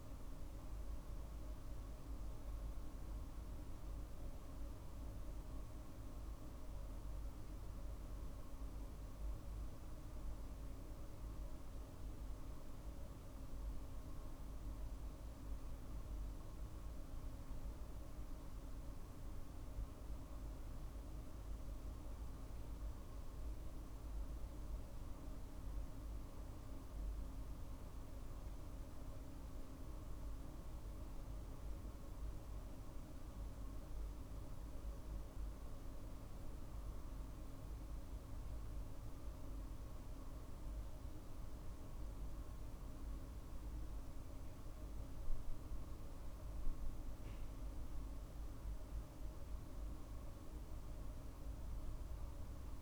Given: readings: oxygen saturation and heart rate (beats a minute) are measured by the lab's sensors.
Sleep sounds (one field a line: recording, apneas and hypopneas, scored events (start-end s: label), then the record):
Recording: a person awake in a sleep study, hard to hear, by a room microphone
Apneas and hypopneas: none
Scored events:
none scored
From the record:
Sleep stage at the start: awake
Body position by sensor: on the right side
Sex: male